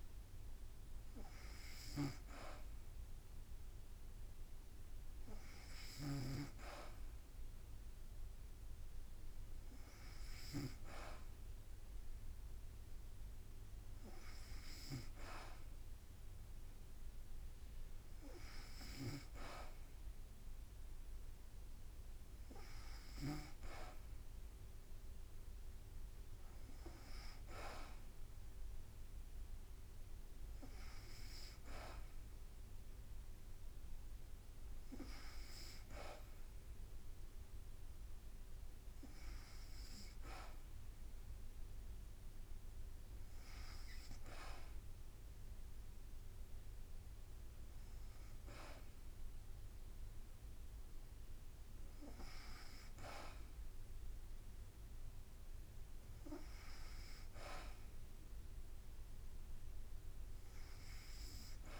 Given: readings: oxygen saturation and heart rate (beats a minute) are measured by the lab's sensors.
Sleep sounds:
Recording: breathing in sleep by a room microphone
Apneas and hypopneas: none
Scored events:
0.00-6.00 s: snoring (device-marked)
28.00-35.00 s: drop in pulse transit time (device-marked, heart rate 54 before, 53 extreme)
48.00-60.00 s: drop in pulse transit time (device-marked, heart rate 54 before, 54 extreme)
From the record:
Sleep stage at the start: N2 (light sleep)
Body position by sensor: on the back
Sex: female

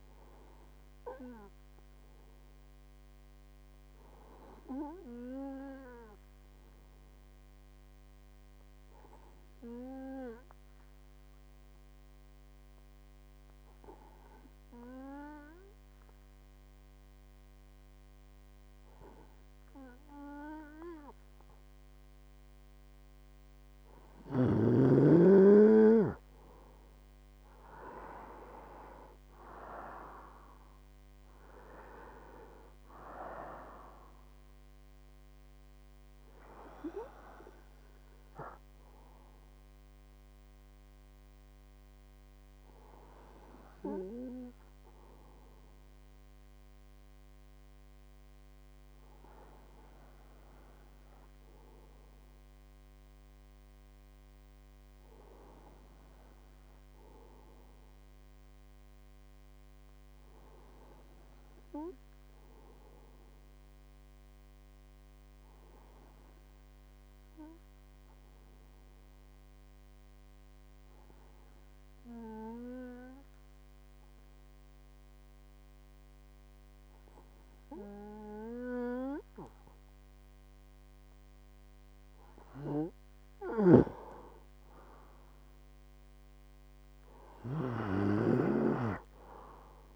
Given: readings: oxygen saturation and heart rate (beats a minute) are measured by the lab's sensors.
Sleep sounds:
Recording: breathing in sleep by a microphone on the trachea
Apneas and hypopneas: 2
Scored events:
9.50-24.00 s: hypopnea (oxygen 99% before, 93% lowest, heart rate 63 before, 52 extreme, up 9 after)
26.50-29.50 s: arousal
66.50-81.00 s: hypopnea (oxygen 99% before, 94% lowest, heart rate 64 before, 49 extreme, up 23 after)
82.50-86.00 s: arousal
83.50-88.50 s: snoring (device-marked)
From the record:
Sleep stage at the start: N2 (light sleep)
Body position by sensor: on the right side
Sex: male

